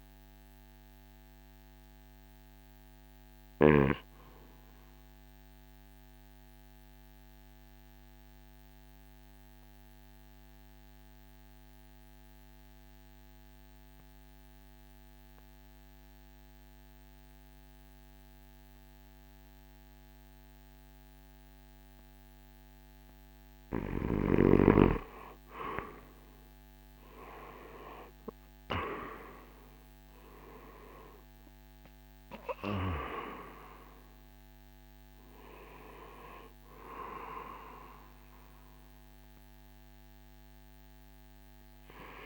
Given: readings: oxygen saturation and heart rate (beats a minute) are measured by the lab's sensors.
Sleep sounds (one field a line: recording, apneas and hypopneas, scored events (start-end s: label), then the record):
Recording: breathing in sleep by a microphone on the trachea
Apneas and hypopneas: 1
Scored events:
0.00-3.50 s: snoring (device-marked)
0.00-25.50 s: oxygen desaturation (device-marked, oxygen 85% lowest, heart rate 53 extreme)
3.50-23.00 s: obstructive apnea (oxygen 95% before, 83% lowest, heart rate 55 before, 53 extreme, up 17 after)
25.50-31.00 s: arousal
28.50-41.50 s: drop in pulse transit time (device-marked, heart rate 56 before, 59 extreme)
From the record:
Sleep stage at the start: REM sleep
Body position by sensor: on the right side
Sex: male